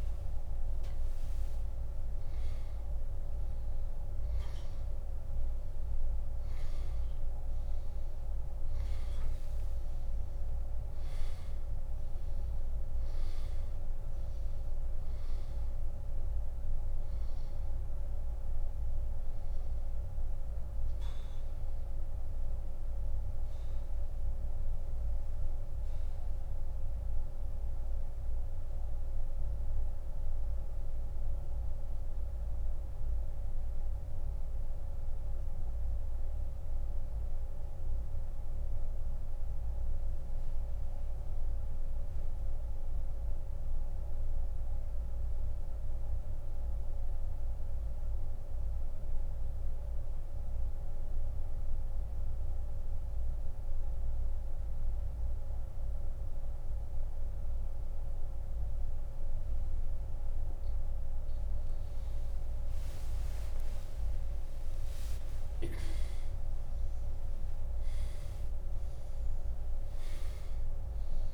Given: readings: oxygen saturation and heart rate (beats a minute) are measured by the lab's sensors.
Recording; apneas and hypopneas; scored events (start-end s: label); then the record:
breathing in sleep, hard to hear, by a room microphone; 1
0.00-3.50 s: arousal
16.50-55.50 s: oxygen desaturation (device-marked, oxygen 97% before, 87% lowest)
25.50-60.00 s: central apnea (oxygen 98% before, 87% lowest)
62.50-67.50 s: arousal
From the record:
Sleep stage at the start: N2 (light sleep); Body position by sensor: on the back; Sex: male